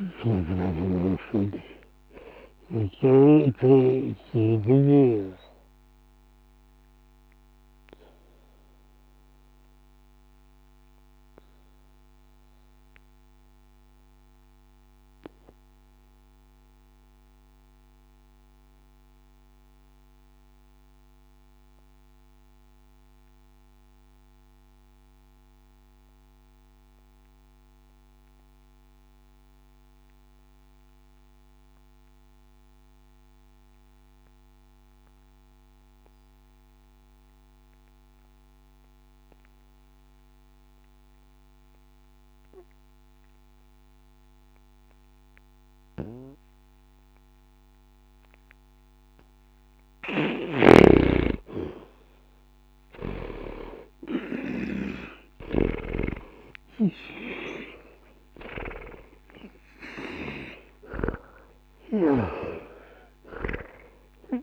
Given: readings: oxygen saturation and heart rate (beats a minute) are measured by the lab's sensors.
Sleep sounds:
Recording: breathing in sleep by a microphone on the trachea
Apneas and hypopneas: 1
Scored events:
0.00-24.00 s: oxygen desaturation (device-marked, oxygen 79% lowest, heart rate 59 extreme)
4.50-49.00 s: obstructive apnea (oxygen 97% before, 77% lowest, heart rate 60 before, 59 extreme, up 1 after)
44.00-64.43 s: oxygen desaturation (device-marked, oxygen 99% before, 89% lowest, heart rate 61 before, 60 extreme)
52.00-55.50 s: arousal
From the record:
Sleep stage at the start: N2 (light sleep)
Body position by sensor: on the back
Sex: male

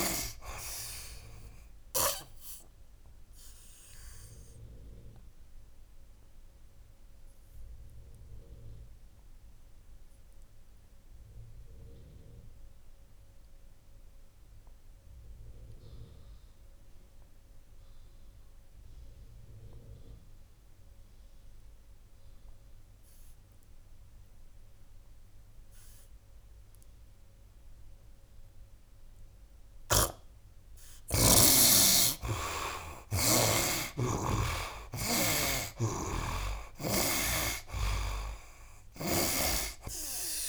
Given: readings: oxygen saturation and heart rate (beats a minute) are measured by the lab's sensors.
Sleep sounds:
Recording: breathing in sleep by a room microphone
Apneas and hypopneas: 1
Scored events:
0.00-15.50 s: oxygen desaturation (device-marked, oxygen 53% lowest, heart rate 70 extreme)
2.50-30.00 s: obstructive apnea (oxygen 94% before, 53% lowest, heart rate 83 before, 73 extreme, up 15 after)
17.50-40.49 s: oxygen desaturation (device-marked, oxygen 95% before, 58% lowest, heart rate 85 before, 69 extreme)
32.00-36.00 s: arousal
From the record:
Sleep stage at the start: REM sleep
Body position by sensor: on the right side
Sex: male

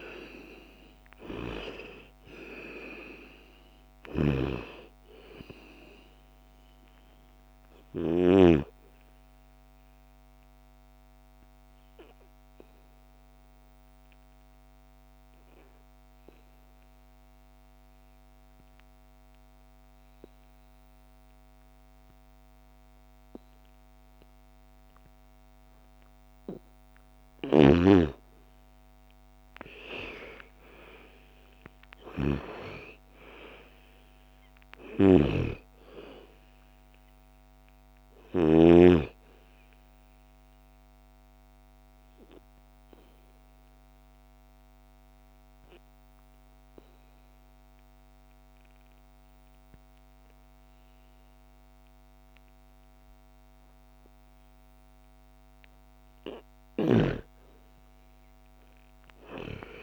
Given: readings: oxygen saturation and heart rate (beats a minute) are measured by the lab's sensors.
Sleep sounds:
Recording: breathing in sleep by a microphone on the trachea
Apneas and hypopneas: 2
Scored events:
0.00-1.00 s: arousal
0.00-20.00 s: oxygen desaturation (device-marked, oxygen 86% lowest, heart rate 57 extreme)
3.50-8.00 s: snoring (device-marked)
10.00-26.00 s: obstructive apnea (oxygen 99% before, 86% lowest, heart rate 62 before, 55 extreme, up 8 after)
27.00-38.00 s: snoring (device-marked)
28.00-31.50 s: arousal
29.00-51.00 s: oxygen desaturation (device-marked, oxygen 99% before, 86% lowest, heart rate 58 before, 53 extreme)
40.00-55.50 s: obstructive apnea (oxygen 99% before, 86% lowest, heart rate 62 before, 53 extreme, up 12 after)
57.50-59.83 s: arousal
From the record:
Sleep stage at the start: N2 (light sleep)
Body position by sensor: on the back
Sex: female

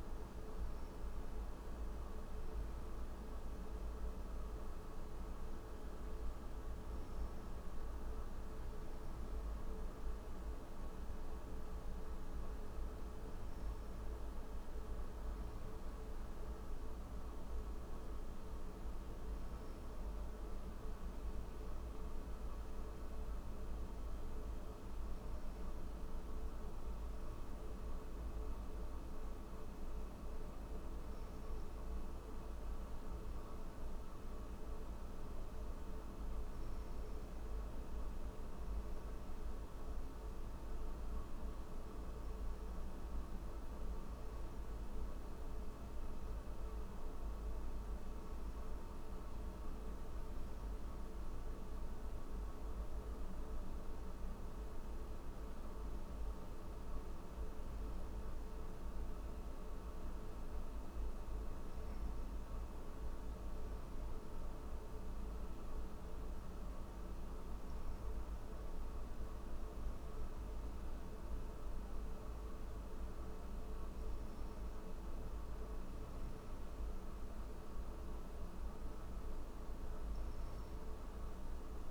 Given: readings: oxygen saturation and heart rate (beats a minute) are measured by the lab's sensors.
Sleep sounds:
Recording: breathing in sleep, hard to hear, by a room microphone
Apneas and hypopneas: none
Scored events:
27.00-81.91 s: new sleep stage, N1 (lightest sleep)
From the record:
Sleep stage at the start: N3 (deep sleep)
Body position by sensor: on the back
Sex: male

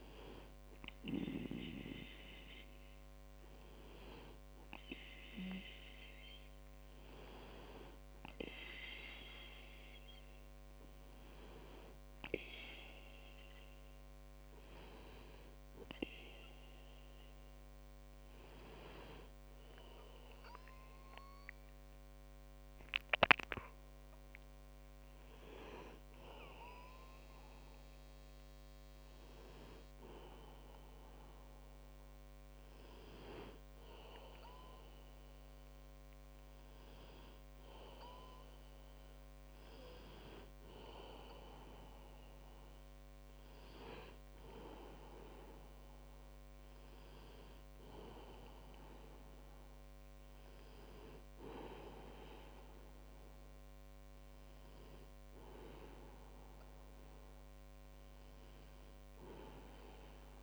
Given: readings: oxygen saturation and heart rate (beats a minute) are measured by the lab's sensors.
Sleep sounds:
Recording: breathing in sleep by a microphone on the trachea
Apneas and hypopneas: none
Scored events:
none scored
From the record:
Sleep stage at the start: N2 (light sleep)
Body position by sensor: on the back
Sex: male

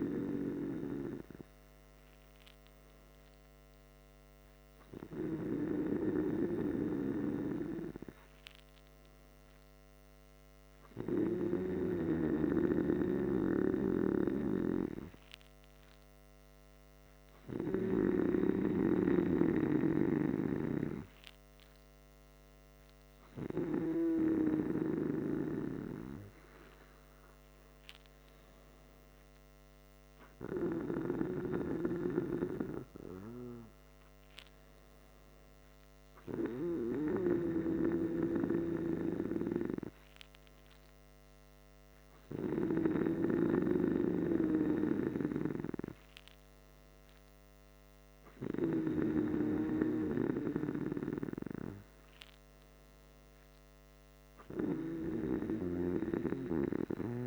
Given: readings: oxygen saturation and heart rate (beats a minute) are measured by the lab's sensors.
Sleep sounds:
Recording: breathing in sleep by a microphone on the trachea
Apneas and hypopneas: none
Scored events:
none scored
From the record:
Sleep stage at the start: N2 (light sleep)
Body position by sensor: on the back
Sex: male

